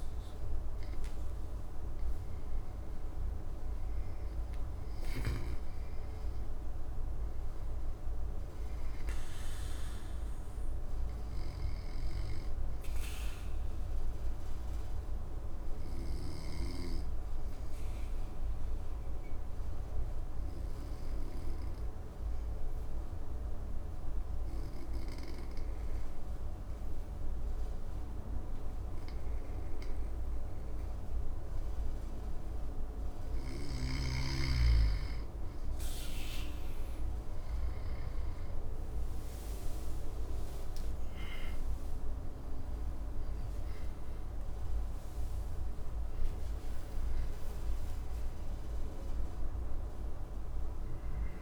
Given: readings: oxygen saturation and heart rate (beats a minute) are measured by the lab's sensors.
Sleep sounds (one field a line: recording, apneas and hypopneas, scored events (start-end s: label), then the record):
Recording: breathing in sleep, hard to hear, by a room microphone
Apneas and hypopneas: 1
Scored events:
13.00-33.50 s: obstructive apnea (oxygen 100% before, 93% lowest, heart rate 65 before, 60 extreme, up 10 after)
39.50-45.50 s: arousal
45.00-51.41 s: oxygen desaturation (device-marked, oxygen 98% before, 93% lowest, heart rate 66 before, 58 extreme)
From the record:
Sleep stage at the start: N2 (light sleep)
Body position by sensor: on the back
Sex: male